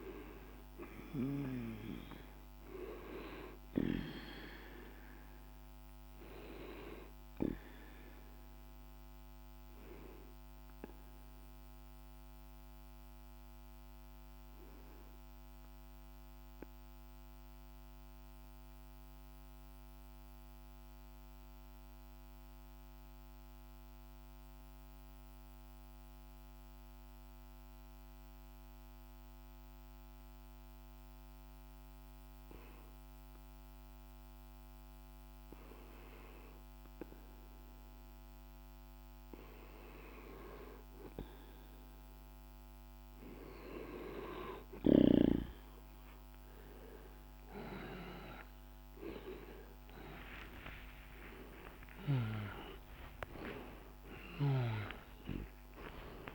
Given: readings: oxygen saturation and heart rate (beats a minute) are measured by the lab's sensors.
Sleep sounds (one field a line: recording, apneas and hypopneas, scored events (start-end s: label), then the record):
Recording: breathing in sleep by a microphone on the trachea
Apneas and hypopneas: 1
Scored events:
0.00-23.50 s: oxygen desaturation (device-marked, oxygen 90% lowest, heart rate 46 extreme)
11.00-39.50 s: mixed apnea (oxygen 99% before, 90% lowest, heart rate 51 before, 46 extreme, up 4 after)
34.50-56.35 s: oxygen desaturation (device-marked, oxygen 100% before, 91% lowest, heart rate 48 before, 48 extreme)
49.00-55.00 s: arousal
From the record:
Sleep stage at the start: N2 (light sleep)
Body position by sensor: on the back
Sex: male